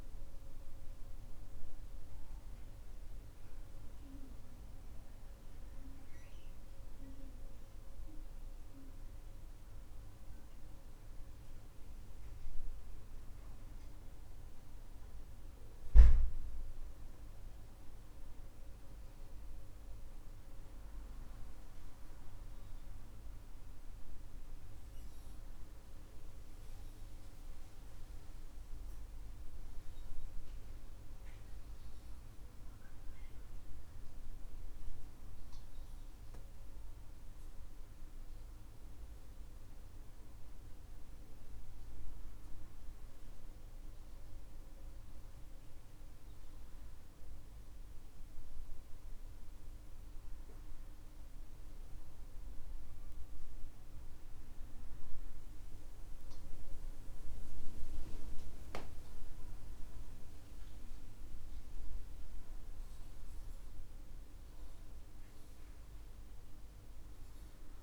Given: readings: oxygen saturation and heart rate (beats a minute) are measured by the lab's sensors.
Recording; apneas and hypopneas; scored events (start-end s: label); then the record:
a person awake in a sleep study, hard to hear, by a room microphone; none
none scored
From the record:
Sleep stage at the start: awake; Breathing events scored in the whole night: 324 in 5.7 hours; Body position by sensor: on the back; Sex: male